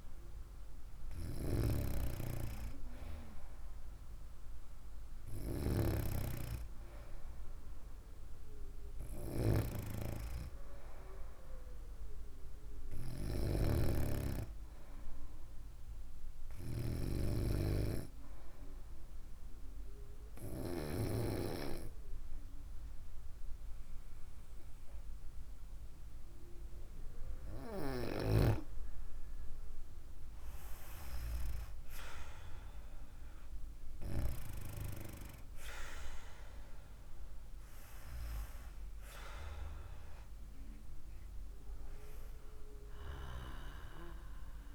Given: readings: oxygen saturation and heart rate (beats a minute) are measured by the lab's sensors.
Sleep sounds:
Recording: breathing in sleep by a room microphone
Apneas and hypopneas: 1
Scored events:
20.00-30.50 s: hypopnea (oxygen 96% before, 95% lowest, heart rate 61 before, 60 extreme, up 6 after)
33.00-37.50 s: arousal
From the record:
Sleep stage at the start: N2 (light sleep)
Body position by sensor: on the right side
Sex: female

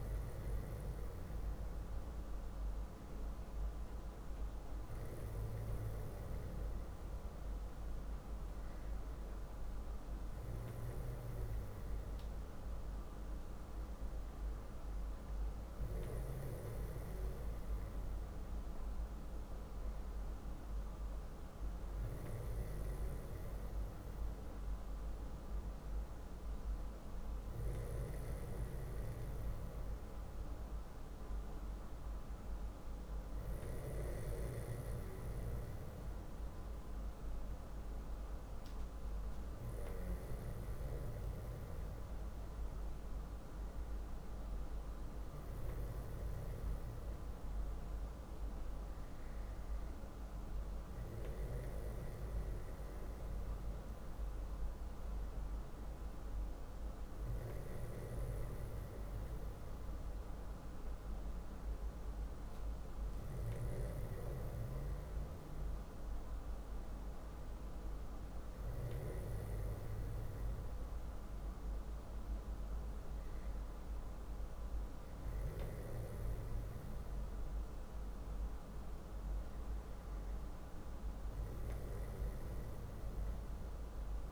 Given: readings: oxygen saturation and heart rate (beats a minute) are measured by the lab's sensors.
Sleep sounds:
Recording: breathing in sleep, hard to hear, by a room microphone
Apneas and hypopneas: none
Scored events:
none scored
From the record:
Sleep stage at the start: N2 (light sleep)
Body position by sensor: on the back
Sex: male

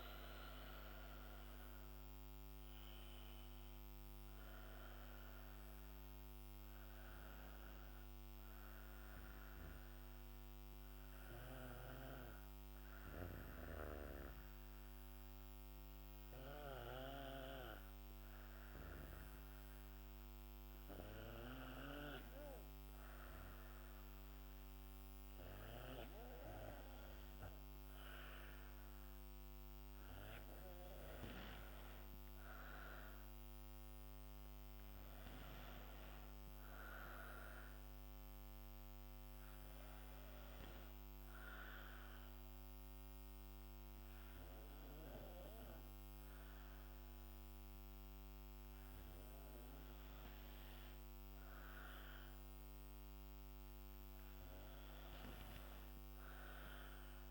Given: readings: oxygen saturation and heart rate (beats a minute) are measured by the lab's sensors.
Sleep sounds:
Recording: breathing in sleep by a microphone on the trachea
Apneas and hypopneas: 1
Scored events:
0.00-1.00 s: arousal
0.00-19.50 s: oxygen desaturation (device-marked, oxygen 91% lowest, heart rate 57 extreme)
9.00-28.50 s: hypopnea (oxygen 95% before, 89% lowest, heart rate 62 before, 58 extreme, up 4 after)
30.50-55.50 s: oxygen desaturation (device-marked, oxygen 96% before, 89% lowest, heart rate 61 before, 58 extreme)
31.00-34.50 s: arousal
From the record:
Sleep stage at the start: N2 (light sleep)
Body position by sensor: on the back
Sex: female

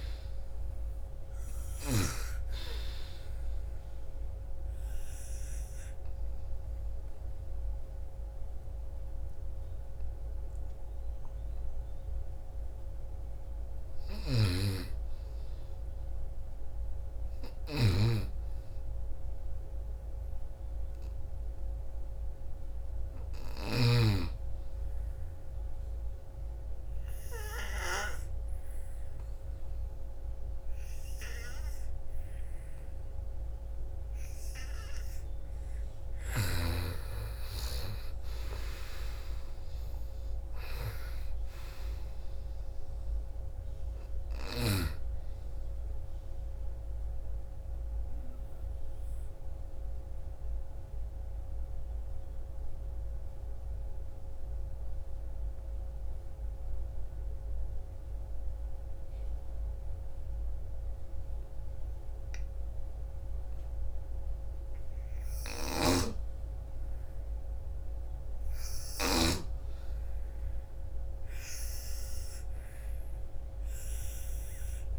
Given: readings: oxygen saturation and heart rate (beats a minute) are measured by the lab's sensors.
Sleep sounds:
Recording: breathing in sleep by a room microphone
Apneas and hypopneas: 3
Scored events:
0.00-1.50 s: snoring (device-marked)
3.00-13.00 s: obstructive apnea (oxygen 98% before, 89% lowest, heart rate 59 before, 60 extreme, up 2 after)
3.50-16.50 s: oxygen desaturation (device-marked, oxygen 96% before, 90% lowest, heart rate 59 before, 60 extreme)
13.00-23.00 s: snoring (device-marked)
16.00-20.00 s: arousal
24.00-34.00 s: obstructive apnea (oxygen 98% before, 89% lowest, heart rate 62 before, 56 extreme, up 9 after)
36.00-40.50 s: arousal
36.50-59.50 s: oxygen desaturation (device-marked, oxygen 95% before, 89% lowest, heart rate 62 before, 56 extreme)
45.50-64.00 s: obstructive apnea (oxygen 98% before, 85% lowest, heart rate 63 before, 56 extreme, up 5 after)
64.50-68.50 s: snoring (device-marked)
65.50-69.50 s: arousal
67.50-74.99 s: oxygen desaturation (device-marked, oxygen 98% before, 89% lowest, heart rate 58 before, 57 extreme)
From the record:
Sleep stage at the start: N2 (light sleep)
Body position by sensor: on the right side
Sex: female

